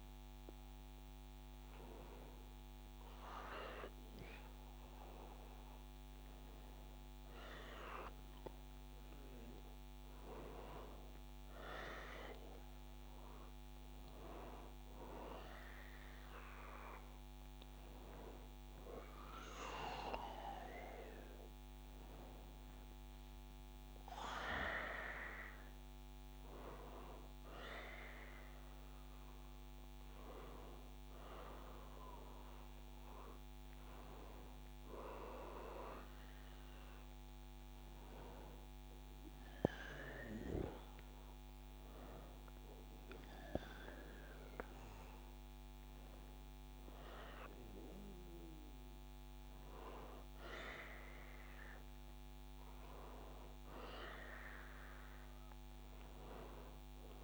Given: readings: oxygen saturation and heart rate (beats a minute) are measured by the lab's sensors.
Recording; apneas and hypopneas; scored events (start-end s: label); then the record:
breathing in sleep by a microphone on the trachea; none
none scored
From the record:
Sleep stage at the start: N1 (lightest sleep); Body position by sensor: on the back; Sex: male